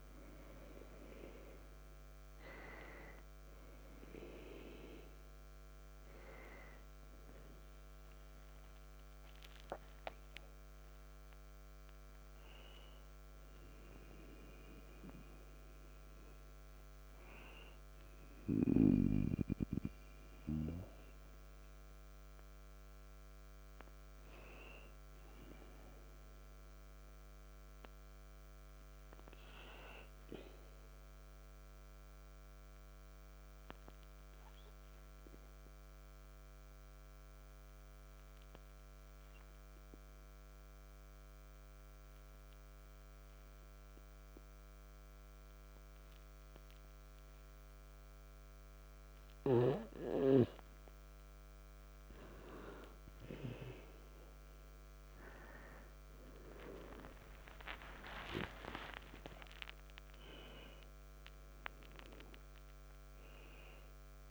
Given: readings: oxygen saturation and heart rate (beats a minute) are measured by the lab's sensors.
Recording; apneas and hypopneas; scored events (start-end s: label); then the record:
breathing in sleep by a microphone on the trachea; 1
16.50-39.50 s: oxygen desaturation (device-marked, oxygen 96% before, 90% lowest, heart rate 59 before, 55 extreme)
32.00-49.50 s: obstructive apnea (oxygen 96% before, 90% lowest, heart rate 60 before, 55 extreme, up 0 after)
49.50-64.31 s: new sleep stage, awake
57.50-64.31 s: oxygen desaturation (device-marked, oxygen 98% before, 94% lowest, heart rate 56 before, 57 extreme)
From the record:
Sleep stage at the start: N2 (light sleep); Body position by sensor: on the back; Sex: male